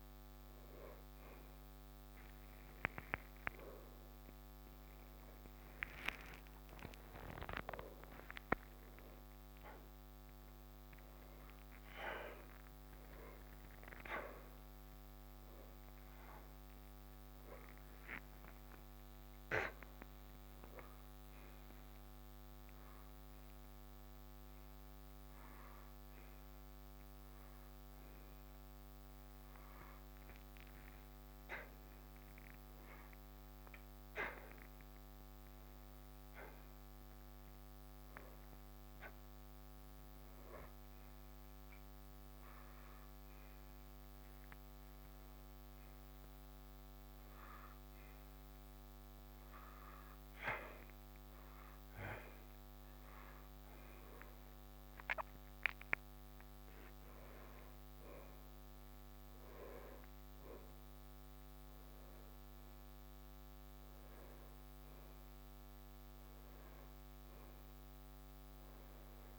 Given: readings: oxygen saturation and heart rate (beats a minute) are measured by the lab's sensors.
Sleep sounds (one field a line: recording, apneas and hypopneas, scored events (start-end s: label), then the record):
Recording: a person partly awake in a sleep study, by a microphone on the trachea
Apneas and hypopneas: none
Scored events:
5.50-10.00 s: arousal
44.50-69.39 s: new sleep stage, awake
From the record:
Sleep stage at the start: N1 (lightest sleep)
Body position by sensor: upright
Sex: male